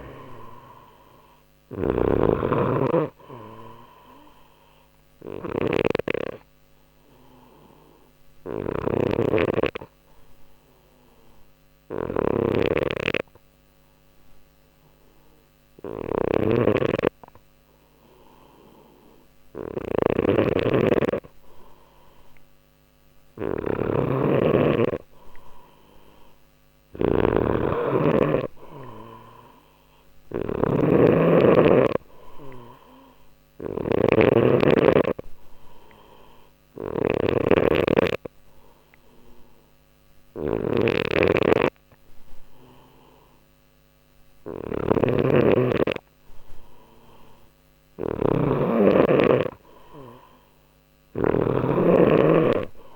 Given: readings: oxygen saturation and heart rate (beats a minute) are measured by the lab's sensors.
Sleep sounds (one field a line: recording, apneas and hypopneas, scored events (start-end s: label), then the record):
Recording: breathing in sleep by a microphone on the trachea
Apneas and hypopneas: 2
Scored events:
0.00-52.96 s: snoring (device-marked)
6.50-21.00 s: obstructive apnea (oxygen 94% before, 91% lowest, heart rate 60 before, 60 extreme, up 0 after)
21.00-30.00 s: oxygen desaturation (device-marked, oxygen 94% before, 91% lowest, heart rate 60 before, 60 extreme)
23.00-27.00 s: arousal
34.00-46.50 s: obstructive apnea (oxygen 95% before, 91% lowest, heart rate 60 before, 60 extreme, up 0 after)
47.00-52.96 s: oxygen desaturation (device-marked, oxygen 96% before, 92% lowest, heart rate 60 before, 60 extreme)
50.50-52.96 s: arousal
From the record:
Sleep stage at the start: N2 (light sleep)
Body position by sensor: on the back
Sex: male